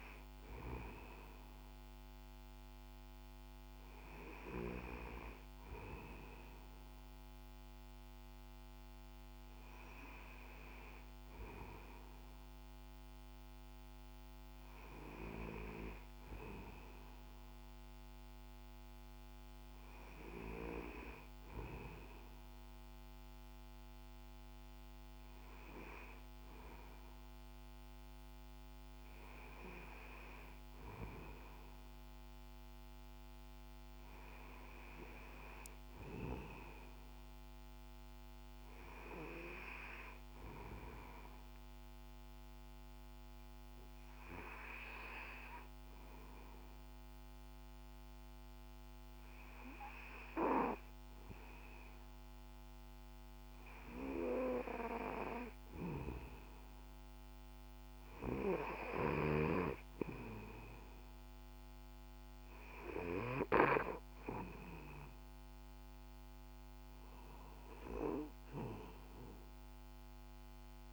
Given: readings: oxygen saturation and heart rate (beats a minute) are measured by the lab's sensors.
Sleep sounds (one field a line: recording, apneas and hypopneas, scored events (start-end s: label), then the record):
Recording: breathing in sleep by a microphone on the trachea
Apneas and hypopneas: 1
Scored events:
39.50-54.50 s: hypopnea (oxygen 96% before, 96% lowest, heart rate 58 before, 57 extreme, up 4 after)
57.50-61.00 s: arousal
From the record:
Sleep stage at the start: N2 (light sleep)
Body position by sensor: on the back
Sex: male